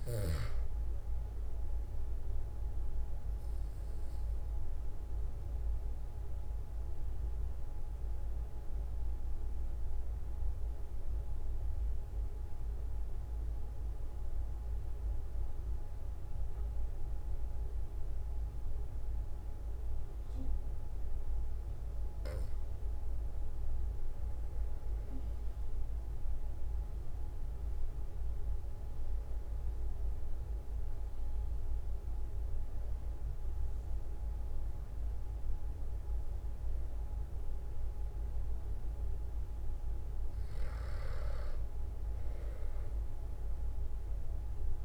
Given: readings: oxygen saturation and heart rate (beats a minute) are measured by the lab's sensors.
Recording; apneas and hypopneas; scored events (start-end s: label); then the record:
breathing in sleep, hard to hear, by a room microphone; 1
3.50-23.00 s: obstructive apnea (oxygen 97% before, 92% lowest, heart rate 46 before, 43 extreme, up 2 after)
From the record:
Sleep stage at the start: N2 (light sleep); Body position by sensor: on the back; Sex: male